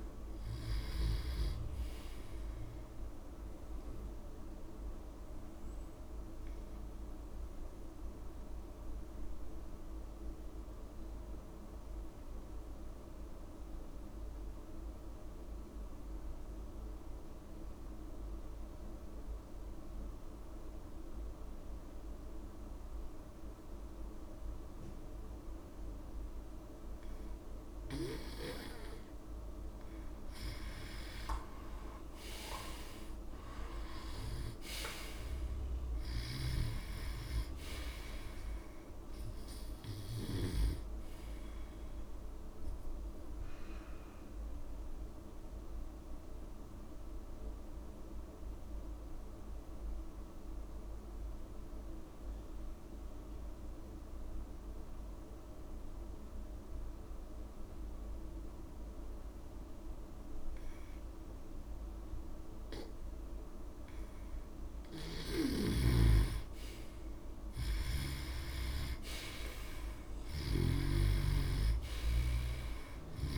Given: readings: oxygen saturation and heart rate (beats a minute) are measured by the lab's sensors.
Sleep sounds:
breathing in sleep by a room microphone; 2
0.00-20.50 s: oxygen desaturation (device-marked, oxygen 88% lowest)
4.50-28.50 s: mixed apnea (oxygen 97% before, 87% lowest)
27.50-53.50 s: oxygen desaturation (device-marked, oxygen 99% before, 87% lowest)
31.00-35.00 s: arousal
44.50-64.00 s: obstructive apnea (oxygen 99% before, 87% lowest)
65.00-68.50 s: arousal
65.50-73.38 s: snoring (device-marked)
67.50-73.38 s: oxygen desaturation (device-marked, oxygen 98% before, 87% lowest)
From the record:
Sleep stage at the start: N2 (light sleep); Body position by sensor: on the back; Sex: male

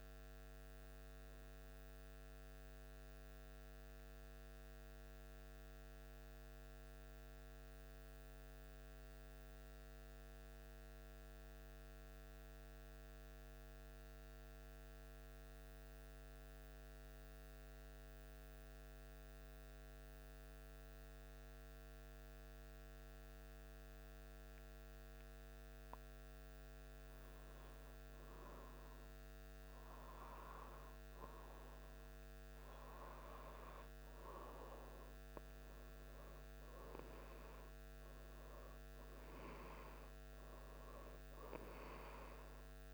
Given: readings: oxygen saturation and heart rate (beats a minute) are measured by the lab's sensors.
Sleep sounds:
breathing in sleep by a microphone on the trachea; 1
2.00-25.00 s: central apnea (oxygen 95% before, 93% lowest, heart rate 77 before, 74 extreme, up 2 after)
26.00-29.00 s: arousal
From the record:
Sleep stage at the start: N2 (light sleep); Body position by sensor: on the back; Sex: male

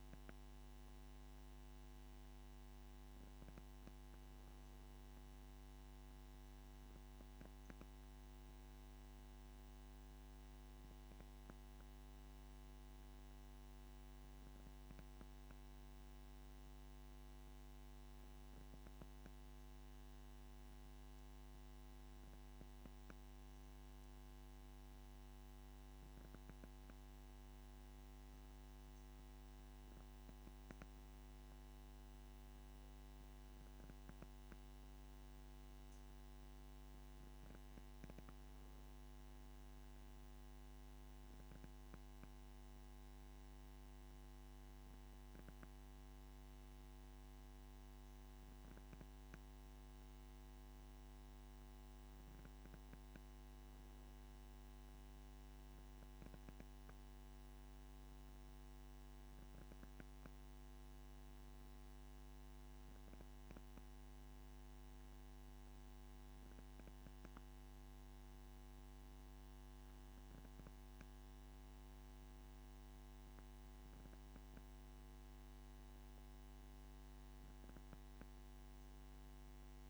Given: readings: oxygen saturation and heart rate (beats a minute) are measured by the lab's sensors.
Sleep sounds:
breathing in sleep, hard to hear, by a microphone on the trachea; none
none scored
From the record:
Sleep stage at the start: N1 (lightest sleep); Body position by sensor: on the back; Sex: male

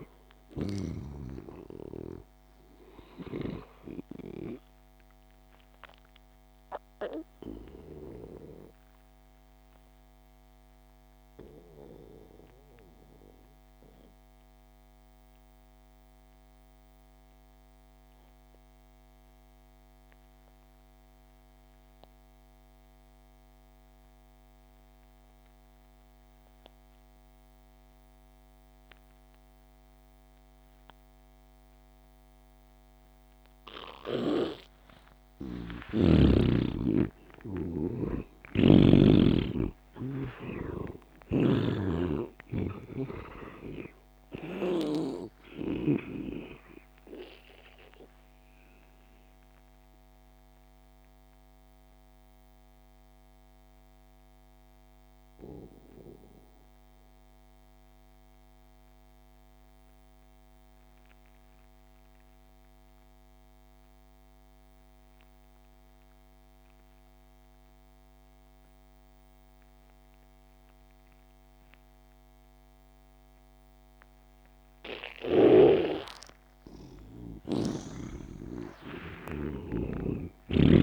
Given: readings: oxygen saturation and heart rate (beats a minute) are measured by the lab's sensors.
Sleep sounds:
breathing in sleep by a microphone on the trachea; 2
0.00-1.00 s: snoring (device-marked)
0.00-20.50 s: oxygen desaturation (device-marked, oxygen 76% lowest)
9.50-34.00 s: mixed apnea (oxygen 97% before, 76% lowest)
34.50-60.50 s: oxygen desaturation (device-marked, oxygen 97% before, 79% lowest)
35.00-39.50 s: arousal
40.50-45.00 s: snoring (device-marked)
47.50-76.00 s: mixed apnea (oxygen 97% before, 79% lowest)
74.50-80.82 s: oxygen desaturation (device-marked, oxygen 98% before, 79% lowest)
76.50-80.82 s: arousal
From the record:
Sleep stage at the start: N2 (light sleep); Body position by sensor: on the back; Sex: male

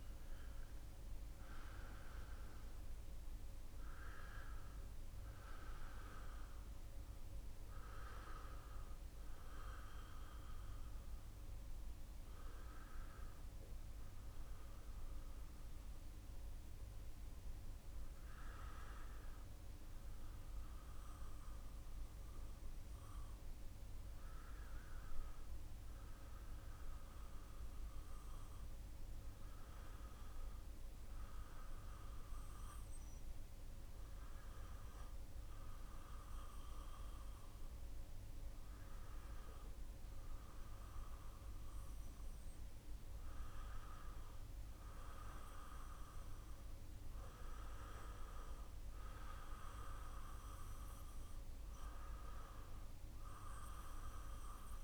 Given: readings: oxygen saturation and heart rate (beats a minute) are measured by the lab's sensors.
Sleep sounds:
breathing in sleep by a room microphone; none
none scored
From the record:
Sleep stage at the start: N2 (light sleep); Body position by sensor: on the back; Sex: male

